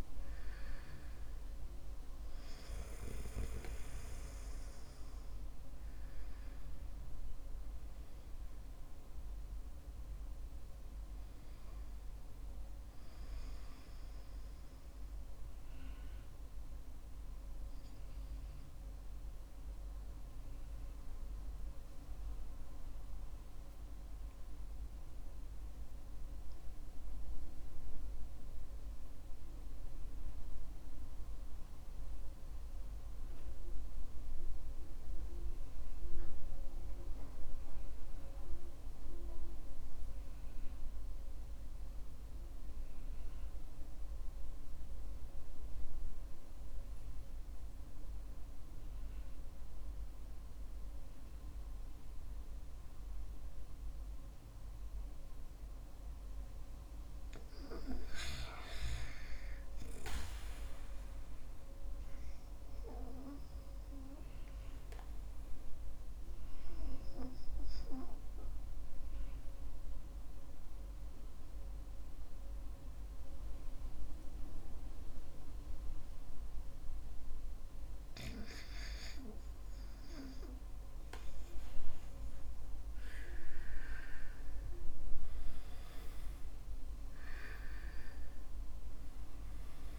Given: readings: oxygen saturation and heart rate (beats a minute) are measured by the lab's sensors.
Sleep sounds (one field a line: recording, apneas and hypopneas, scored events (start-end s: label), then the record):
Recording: breathing in sleep by a room microphone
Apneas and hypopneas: 2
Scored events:
13.00-32.00 s: oxygen desaturation (device-marked, oxygen 95% before, 91% lowest, heart rate 57 before, 48 extreme)
20.50-52.50 s: obstructive apnea (oxygen 96% before, 85% lowest, heart rate 56 before, 48 extreme, up 1 after)
54.50-58.50 s: arousal
58.00-89.99 s: oxygen desaturation (device-marked, oxygen 97% before, 85% lowest, heart rate 54 before, 50 extreme)
69.00-81.50 s: obstructive apnea (oxygen 97% before, 85% lowest, heart rate 53 before, 50 extreme, up 20 after)
83.00-88.50 s: arousal
From the record:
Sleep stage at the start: REM sleep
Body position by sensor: on the back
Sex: male